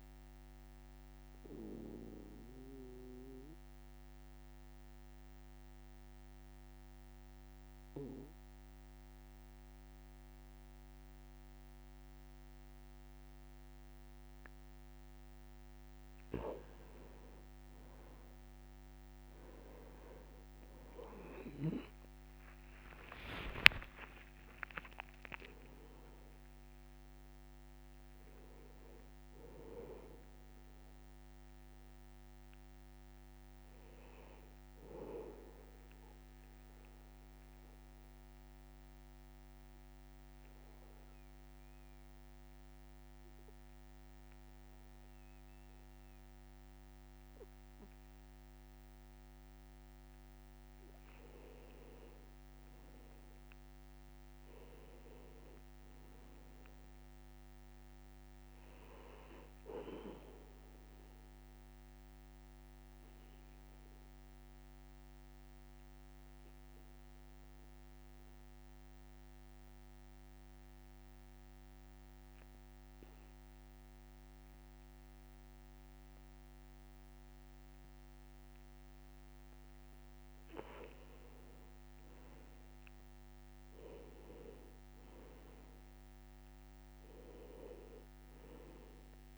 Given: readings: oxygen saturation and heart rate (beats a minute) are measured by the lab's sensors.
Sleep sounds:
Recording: breathing in sleep by a microphone on the trachea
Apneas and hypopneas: 3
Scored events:
0.00-10.00 s: oxygen desaturation (device-marked, oxygen 91% lowest, heart rate 62 extreme)
0.50-14.50 s: obstructive apnea (oxygen 97% before, 91% lowest, heart rate 63 before, 61 extreme, up 17 after)
17.50-22.50 s: arousal
20.00-26.00 s: tachycardia (device-marked, heart rate 63 before, 121 extreme)
23.00-25.00 s: long interval between heartbeats (device-marked, heart rate 64 before, 107 extreme)
23.00-45.00 s: oxygen desaturation (device-marked, oxygen 97% before, 91% lowest, heart rate 64 before, 60 extreme)
25.00-27.00 s: long interval between heartbeats (device-marked, heart rate 69 before, 121 extreme)
36.50-50.00 s: obstructive apnea (oxygen 97% before, 91% lowest, heart rate 83 before, 60 extreme, up 3 after)
52.00-55.00 s: arousal
57.00-75.00 s: oxygen desaturation (device-marked, oxygen 98% before, 93% lowest, heart rate 61 before, 61 extreme)
61.50-79.00 s: obstructive apnea (oxygen 98% before, 91% lowest, heart rate 62 before, 61 extreme, up 2 after)
81.50-84.50 s: arousal
87.00-89.38 s: oxygen desaturation (device-marked, oxygen 98% before, 91% lowest, heart rate 63 before, 61 extreme)
From the record:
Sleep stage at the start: N2 (light sleep)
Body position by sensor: on the back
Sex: male

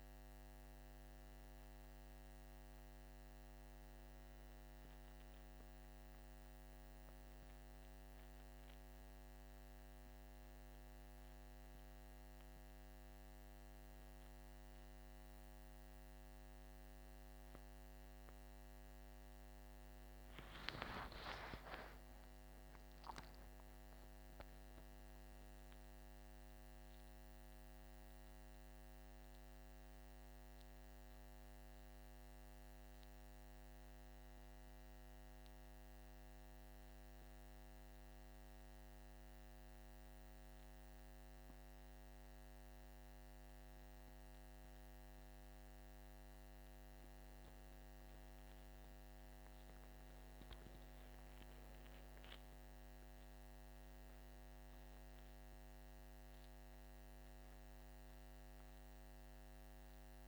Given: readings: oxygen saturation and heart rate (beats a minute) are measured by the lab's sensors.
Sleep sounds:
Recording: breathing in sleep, hard to hear, by a microphone on the trachea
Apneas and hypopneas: none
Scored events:
19.00-23.50 s: arousal
From the record:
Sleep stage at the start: N1 (lightest sleep)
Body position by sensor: on the back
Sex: male

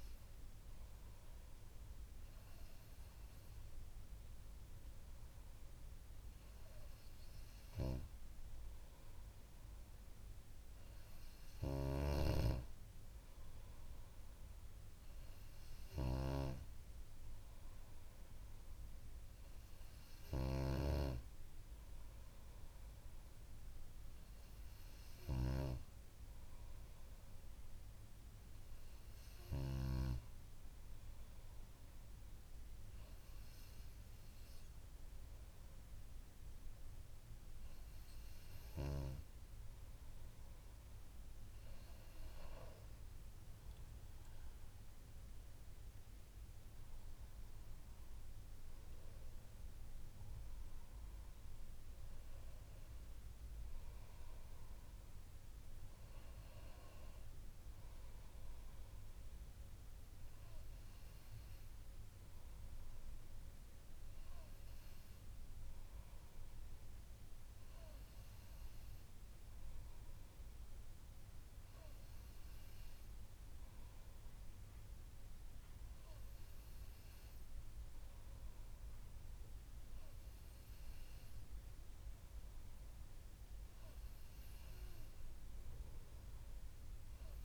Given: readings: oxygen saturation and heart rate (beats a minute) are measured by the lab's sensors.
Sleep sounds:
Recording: breathing in sleep by a room microphone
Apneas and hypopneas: none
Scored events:
11.00-20.50 s: snoring (device-marked)
From the record:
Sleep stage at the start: N2 (light sleep)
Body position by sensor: on the back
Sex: female

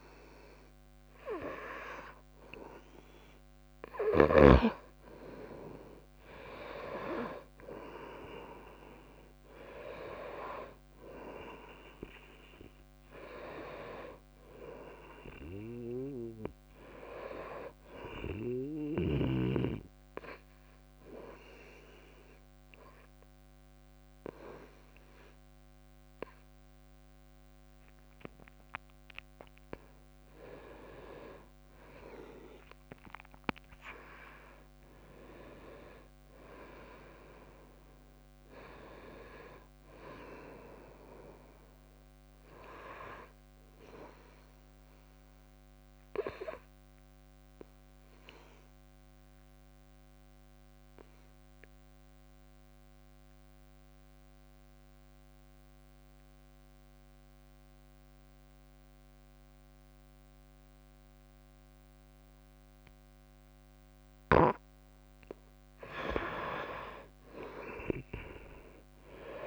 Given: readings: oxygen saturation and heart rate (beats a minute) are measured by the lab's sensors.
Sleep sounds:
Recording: breathing in sleep by a microphone on the trachea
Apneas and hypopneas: 2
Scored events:
0.00-2.50 s: arousal
0.00-16.00 s: oxygen desaturation (device-marked, oxygen 89% lowest, heart rate 64 extreme)
20.50-30.50 s: obstructive apnea (oxygen 97% before, 85% lowest, heart rate 70 before, 61 extreme, up 29 after)
28.00-41.00 s: drop in pulse transit time (device-marked, heart rate 69 before, 66 extreme)
33.00-38.00 s: arousal
33.50-35.50 s: long interval between heartbeats (device-marked, heart rate 67 before, 87 extreme)
41.00-52.00 s: oxygen desaturation (device-marked, oxygen 96% before, 92% lowest, heart rate 75 before, 61 extreme)
46.00-65.00 s: obstructive apnea (oxygen 96% before, 85% lowest, heart rate 76 before, 62 extreme, up 7 after)
59.00-61.00 s: long interval between heartbeats (device-marked, heart rate 65 before, 69 extreme)
66.50-69.46 s: arousal
67.00-69.46 s: oxygen desaturation (device-marked, oxygen 96% before, 85% lowest, heart rate 65 before, 62 extreme)
From the record:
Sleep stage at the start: N2 (light sleep)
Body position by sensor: on the front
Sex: female

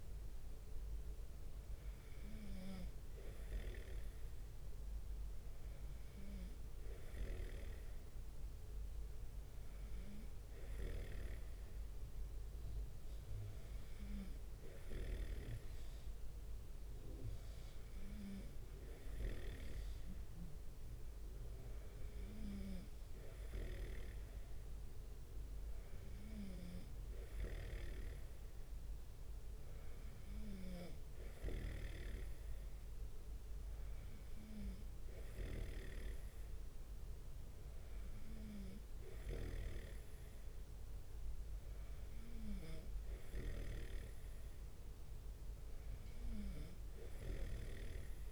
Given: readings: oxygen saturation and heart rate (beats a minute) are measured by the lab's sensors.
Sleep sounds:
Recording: breathing in sleep by a room microphone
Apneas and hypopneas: none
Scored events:
22.00-23.50 s: leg movement (device-marked)
24.00-32.50 s: snoring (device-marked)
30.00-33.00 s: leg movement (device-marked)
39.50-48.32 s: snoring (device-marked)
From the record:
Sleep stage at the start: N2 (light sleep)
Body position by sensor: on the right side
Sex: male

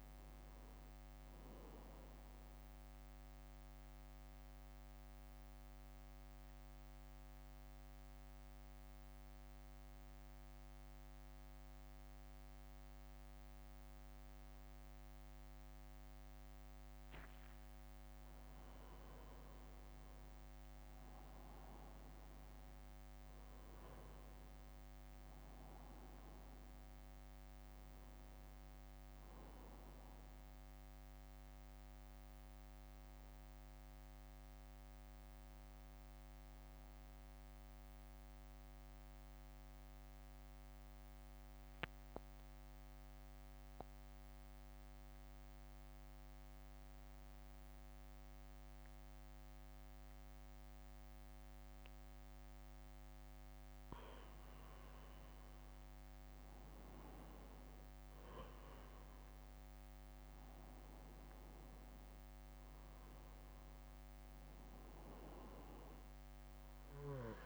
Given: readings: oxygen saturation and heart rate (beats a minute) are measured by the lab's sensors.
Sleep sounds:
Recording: breathing in sleep, hard to hear, by a microphone on the trachea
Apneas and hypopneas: 2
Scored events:
0.00-4.00 s: drop in pulse transit time (device-marked, heart rate 59 extreme)
0.00-15.00 s: oxygen desaturation (device-marked, oxygen 91% lowest, heart rate 53 extreme)
3.50-18.50 s: mixed apnea (oxygen 97% before, 91% lowest, heart rate 62 before, 53 extreme, up 5 after)
20.00-24.00 s: arousal
20.00-31.00 s: drop in pulse transit time (device-marked, heart rate 60 before, 53 extreme)
32.00-53.50 s: obstructive apnea (oxygen 97% before, 91% lowest, heart rate 60 before, 55 extreme, up 2 after)
55.50-59.00 s: arousal
56.00-67.46 s: drop in pulse transit time (device-marked, heart rate 59 before, 55 extreme)
58.00-67.46 s: oxygen desaturation (device-marked, oxygen 96% before, 91% lowest, heart rate 60 before, 55 extreme)
From the record:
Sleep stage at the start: N2 (light sleep)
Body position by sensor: on the back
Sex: male

